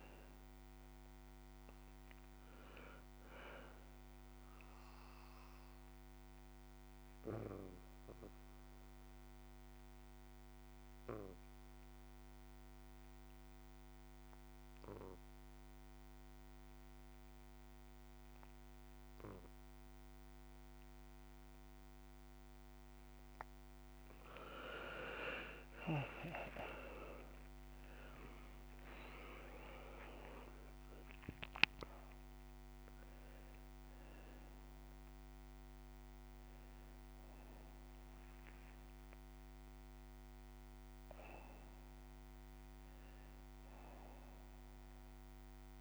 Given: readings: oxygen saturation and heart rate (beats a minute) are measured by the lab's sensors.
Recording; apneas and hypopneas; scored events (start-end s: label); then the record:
breathing in sleep by a microphone on the trachea; 1
0.00-10.00 s: oxygen desaturation (device-marked, oxygen 90% lowest)
4.50-21.50 s: obstructive apnea (oxygen 98% before, 87% lowest)
21.00-28.00 s: oxygen desaturation (device-marked, oxygen 96% before, 93% lowest)
25.50-30.50 s: arousal
30.00-35.00 s: oxygen desaturation (device-marked, oxygen 96% before, 89% lowest)
43.00-45.81 s: oxygen desaturation (device-marked, oxygen 93% before, 87% lowest)
From the record:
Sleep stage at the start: N2 (light sleep); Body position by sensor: on the back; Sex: male